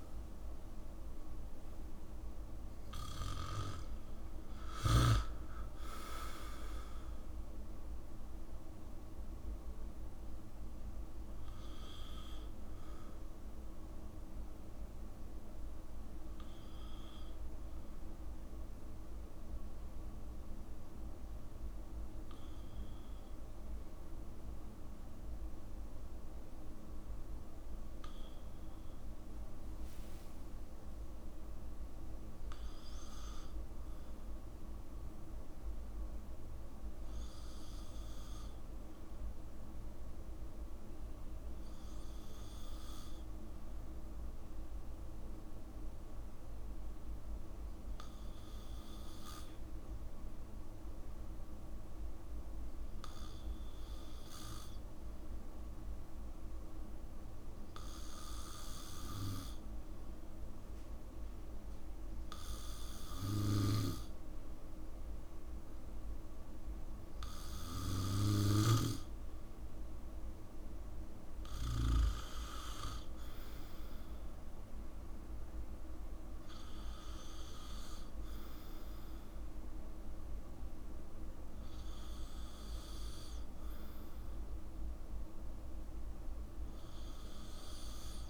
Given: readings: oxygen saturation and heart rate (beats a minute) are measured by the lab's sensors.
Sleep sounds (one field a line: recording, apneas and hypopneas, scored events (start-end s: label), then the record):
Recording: breathing in sleep by a room microphone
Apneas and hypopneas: 1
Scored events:
0.50-5.00 s: arousal
44.00-60.00 s: obstructive apnea (oxygen 97% before, 93% lowest, heart rate 62 before, 57 extreme, up 10 after)
62.50-65.50 s: arousal
From the record:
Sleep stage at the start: N2 (light sleep)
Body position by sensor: on the back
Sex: male